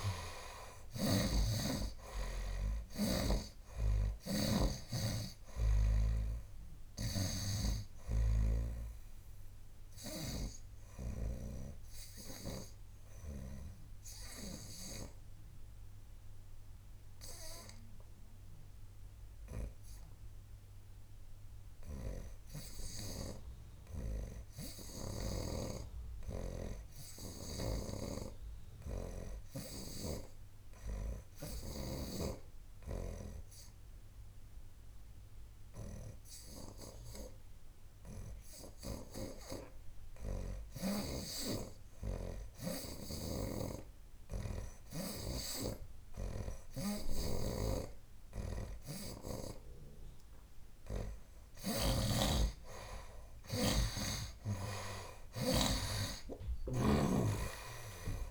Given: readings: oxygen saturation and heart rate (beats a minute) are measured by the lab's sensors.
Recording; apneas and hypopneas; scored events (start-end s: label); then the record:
breathing in sleep by a room microphone; 1
0.00-27.00 s: oxygen desaturation (device-marked, oxygen 75% lowest, heart rate 65 extreme)
4.00-15.00 s: snoring (device-marked)
11.50-51.00 s: hypopnea (oxygen 89% before, 75% lowest, heart rate 76 before, 65 extreme, up 9 after)
32.00-58.31 s: oxygen desaturation (device-marked, oxygen 96% before, 76% lowest, heart rate 69 before, 65 extreme)
43.50-58.31 s: snoring (device-marked)
53.50-58.31 s: arousal
From the record:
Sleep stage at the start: N2 (light sleep); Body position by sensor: on the right side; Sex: male